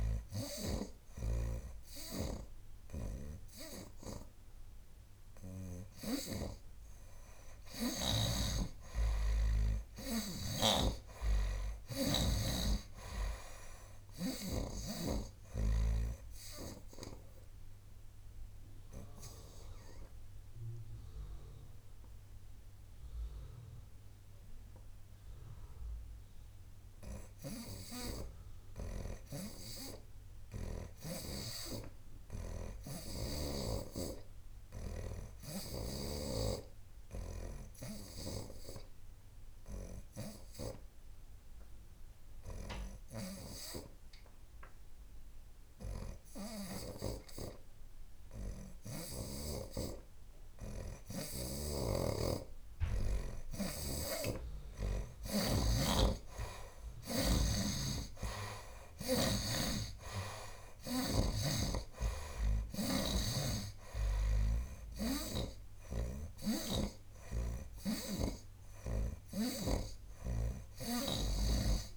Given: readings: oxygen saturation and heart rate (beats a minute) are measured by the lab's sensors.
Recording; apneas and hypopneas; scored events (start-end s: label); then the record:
breathing in sleep by a room microphone; 2
0.00-10.50 s: snoring (device-marked)
0.00-20.00 s: oxygen desaturation (device-marked, oxygen 66% lowest, heart rate 68 extreme)
17.00-28.00 s: obstructive apnea (oxygen 80% before, 67% lowest, heart rate 81 before, 68 extreme, up 2 after)
29.00-33.50 s: snoring (device-marked)
30.50-34.00 s: arousal
34.00-71.96 s: oxygen desaturation (device-marked, oxygen 92% before, 67% lowest, heart rate 75 before, 70 extreme)
39.50-52.50 s: obstructive apnea (oxygen 92% before, 67% lowest, heart rate 73 before, 73 extreme, up 8 after)
54.00-57.50 s: snoring (device-marked)
57.00-61.00 s: arousal
59.50-63.00 s: snoring (device-marked)
65.00-71.50 s: snoring (device-marked)
From the record:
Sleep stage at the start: N2 (light sleep); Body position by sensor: on the right side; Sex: male